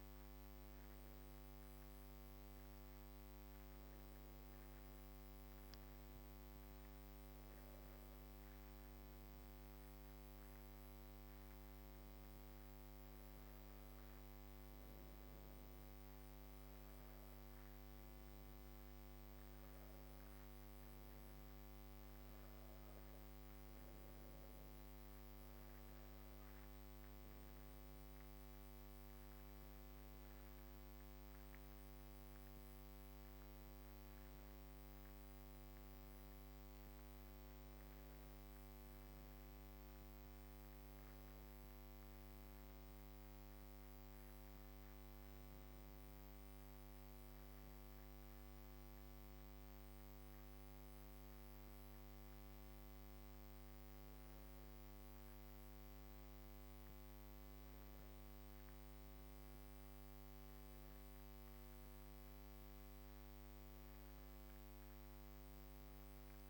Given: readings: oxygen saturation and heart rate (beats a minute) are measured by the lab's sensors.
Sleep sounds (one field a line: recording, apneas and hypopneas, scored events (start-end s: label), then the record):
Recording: breathing in sleep, hard to hear, by a microphone on the trachea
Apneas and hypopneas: none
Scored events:
24.50-66.50 s: new sleep stage, N2 (light sleep)
From the record:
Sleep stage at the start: N1 (lightest sleep)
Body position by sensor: on the back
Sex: female